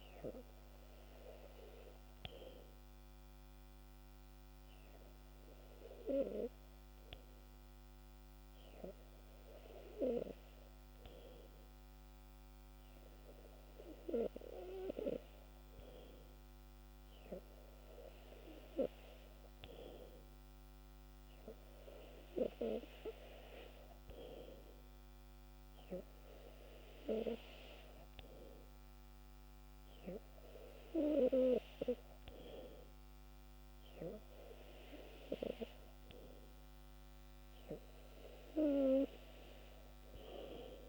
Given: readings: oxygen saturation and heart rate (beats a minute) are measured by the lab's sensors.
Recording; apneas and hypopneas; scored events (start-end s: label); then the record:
breathing in sleep by a microphone on the trachea; none
none scored
From the record:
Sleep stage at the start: N2 (light sleep); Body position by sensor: on the back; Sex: male